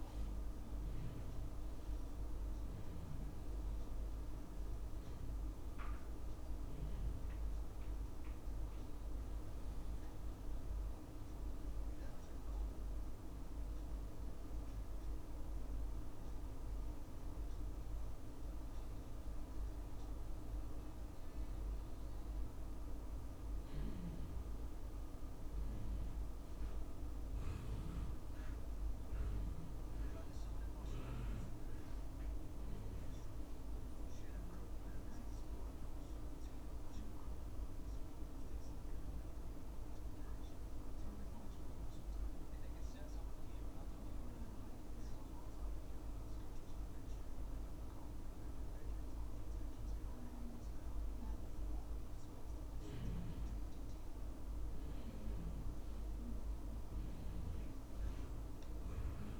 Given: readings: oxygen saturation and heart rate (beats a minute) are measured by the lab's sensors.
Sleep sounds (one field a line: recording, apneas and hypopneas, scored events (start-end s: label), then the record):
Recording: breathing in sleep, hard to hear, by a room microphone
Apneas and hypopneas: 1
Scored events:
4.50-8.00 s: arousal
12.50-25.00 s: hypopnea (oxygen 98% before, 92% lowest, heart rate 75 before, 69 extreme, up 2 after)
27.50-31.50 s: arousal
31.50-46.50 s: oxygen desaturation (device-marked, oxygen 96% before, 92% lowest, heart rate 72 before, 71 extreme)
From the record:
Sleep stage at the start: N2 (light sleep)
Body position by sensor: on the back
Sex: male